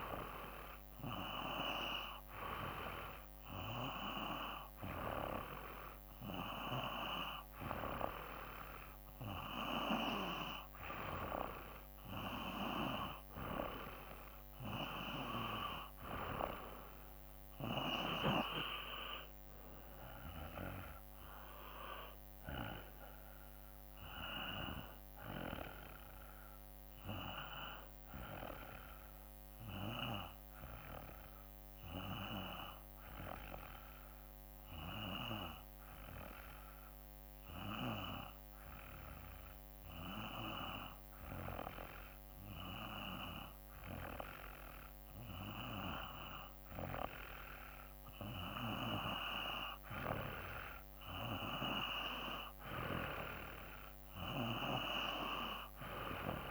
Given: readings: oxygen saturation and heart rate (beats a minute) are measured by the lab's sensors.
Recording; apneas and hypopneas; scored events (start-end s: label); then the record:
breathing in sleep by a microphone on the trachea; 1
26.50-29.50 s: arousal
32.50-45.50 s: hypopnea (oxygen 94% before, 91% lowest, heart rate 56 before, 54 extreme, up 3 after)
47.50-51.00 s: arousal
49.50-56.50 s: oxygen desaturation (device-marked, oxygen 95% before, 91% lowest, heart rate 55 before, 55 extreme)
From the record:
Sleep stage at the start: N2 (light sleep); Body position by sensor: on the back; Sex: male